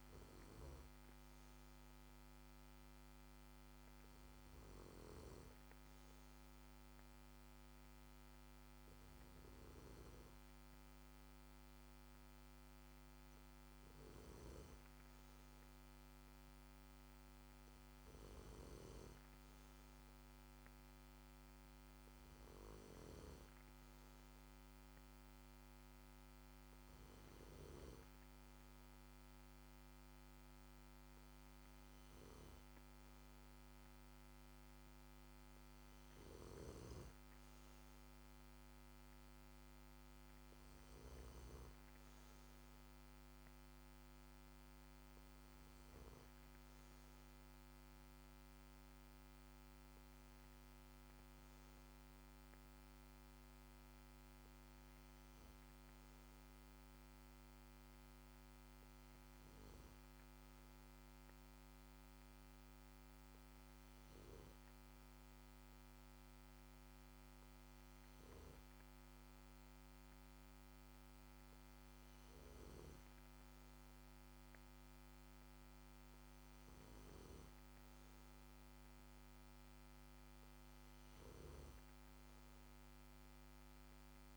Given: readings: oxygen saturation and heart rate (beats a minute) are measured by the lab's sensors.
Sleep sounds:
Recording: breathing in sleep, hard to hear, by a microphone on the trachea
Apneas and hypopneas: none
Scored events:
none scored
From the record:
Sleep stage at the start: N2 (light sleep)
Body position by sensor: on the back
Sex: male

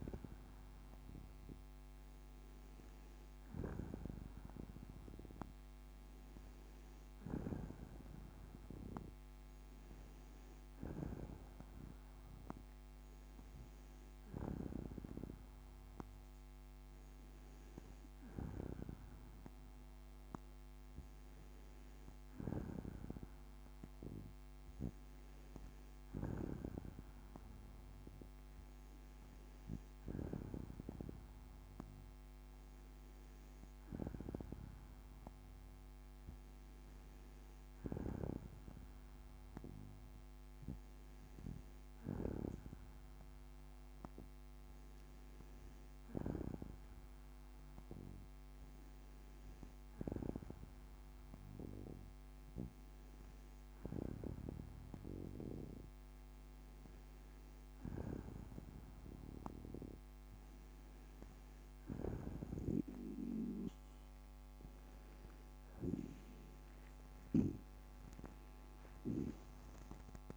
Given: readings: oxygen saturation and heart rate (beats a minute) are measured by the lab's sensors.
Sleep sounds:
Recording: breathing in sleep by a microphone on the trachea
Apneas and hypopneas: none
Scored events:
none scored
From the record:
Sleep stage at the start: N2 (light sleep)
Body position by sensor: on the back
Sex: female

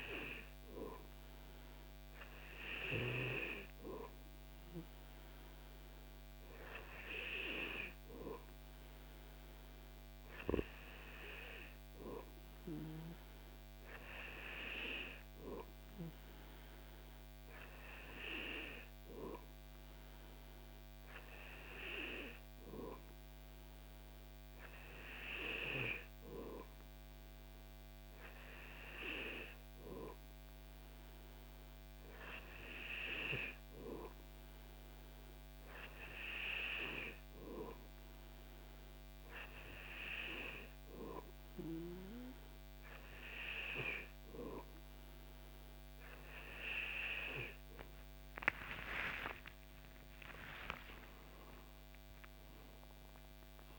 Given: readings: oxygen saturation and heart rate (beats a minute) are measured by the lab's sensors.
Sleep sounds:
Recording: breathing in sleep by a microphone on the trachea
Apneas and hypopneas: none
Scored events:
47.50-53.00 s: arousal
From the record:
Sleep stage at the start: N2 (light sleep)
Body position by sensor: on the back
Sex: male

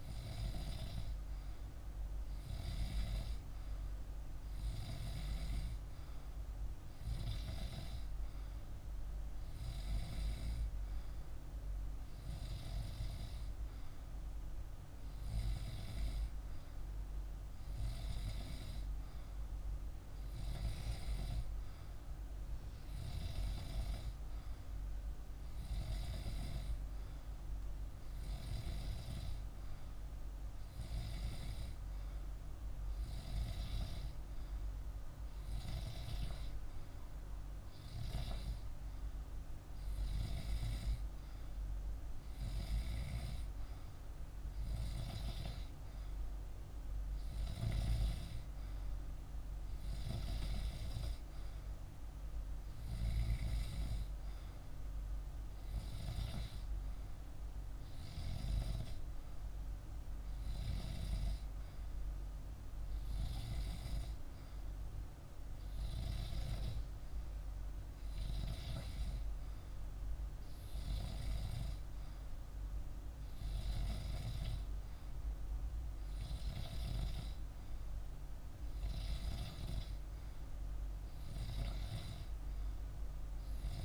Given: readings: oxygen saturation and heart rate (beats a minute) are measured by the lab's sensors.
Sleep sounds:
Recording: breathing in sleep by a room microphone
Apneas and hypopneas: none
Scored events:
none scored
From the record:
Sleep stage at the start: N2 (light sleep)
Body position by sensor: on the back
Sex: male

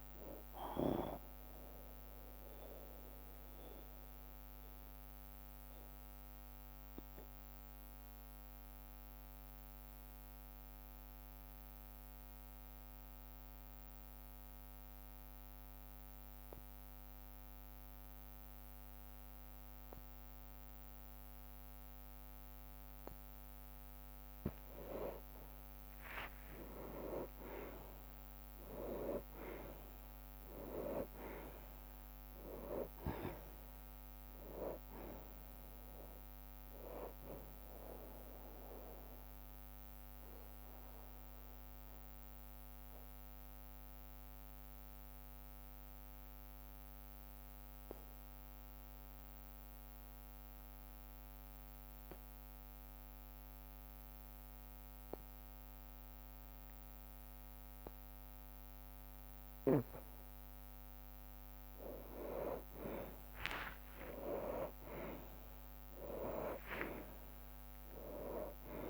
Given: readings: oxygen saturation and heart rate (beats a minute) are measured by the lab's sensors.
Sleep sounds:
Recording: breathing in sleep by a microphone on the trachea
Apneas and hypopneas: 2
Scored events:
0.00-1.50 s: long interval between heartbeats (device-marked, heart rate 71 extreme)
0.00-2.00 s: drop in pulse transit time (device-marked, heart rate 49 extreme)
0.00-16.00 s: oxygen desaturation (device-marked, oxygen 88% lowest, heart rate 50 extreme)
1.50-23.50 s: mixed apnea (oxygen 98% before, 88% lowest, heart rate 60 before, 52 extreme, up 9 after)
2.00-25.00 s: bradycardia (device-marked, heart rate 62 before, 55 extreme)
25.50-31.00 s: arousal
26.00-40.00 s: drop in pulse transit time (device-marked, heart rate 56 before, 58 extreme)
27.00-56.00 s: oxygen desaturation (device-marked, oxygen 98% before, 88% lowest, heart rate 56 before, 45 extreme)
37.50-60.00 s: mixed apnea (oxygen 98% before, 88% lowest, heart rate 60 before, 45 extreme, up 13 after)
40.00-65.00 s: bradycardia (device-marked, heart rate 61 before, 45 extreme)
62.00-68.90 s: drop in pulse transit time (device-marked, heart rate 52 before, 48 extreme)
62.50-68.00 s: arousal
63.00-68.90 s: oxygen desaturation (device-marked, oxygen 98% before, 90% lowest, heart rate 52 before, 46 extreme)
From the record:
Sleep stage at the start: N2 (light sleep)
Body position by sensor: on the back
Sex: male

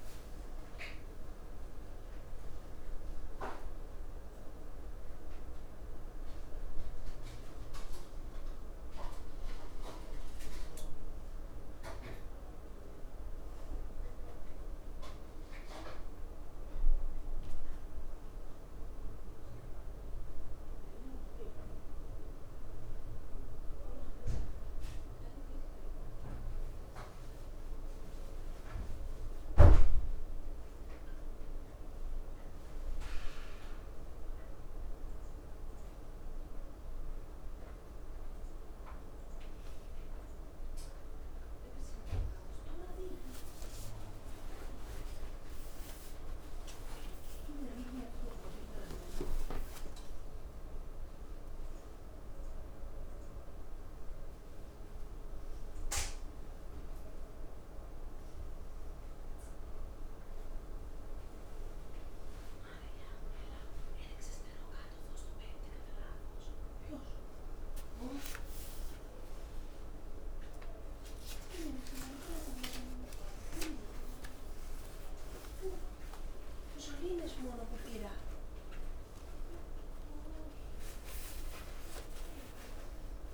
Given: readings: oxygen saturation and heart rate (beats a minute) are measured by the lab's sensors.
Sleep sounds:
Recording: a person awake in a sleep study, by a room microphone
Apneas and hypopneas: none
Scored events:
0.00-6.50 s: oxygen desaturation (device-marked, oxygen 89% lowest, heart rate 136 extreme)
5.00-7.50 s: leg movement (device-marked)
12.50-20.50 s: leg movement (device-marked)
27.50-31.00 s: leg movement (device-marked)
37.50-39.50 s: leg movement (device-marked)
43.00-53.00 s: leg movement (device-marked)
73.50-83.34 s: oxygen desaturation (device-marked, oxygen 92% before, 89% lowest, heart rate 141 before, 115 extreme)
From the record:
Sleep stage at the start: awake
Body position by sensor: on the back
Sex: female

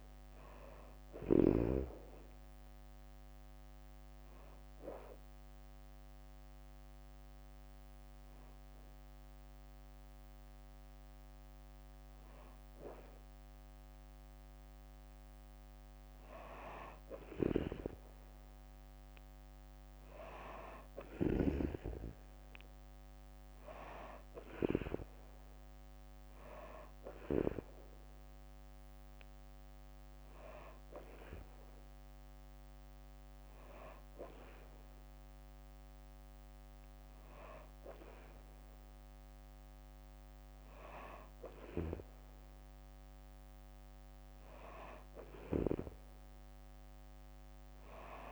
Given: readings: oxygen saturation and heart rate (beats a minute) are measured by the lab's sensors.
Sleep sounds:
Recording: breathing in sleep by a microphone on the trachea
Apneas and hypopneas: 1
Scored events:
0.00-1.50 s: snoring (device-marked)
3.00-15.00 s: hypopnea (oxygen 95% before, 92% lowest, heart rate 74 before, 63 extreme, up 5 after)
16.50-19.00 s: arousal
21.50-33.50 s: oxygen desaturation (device-marked, oxygen 96% before, 92% lowest, heart rate 68 before, 68 extreme)
From the record:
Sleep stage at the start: N2 (light sleep)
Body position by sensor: on the back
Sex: female

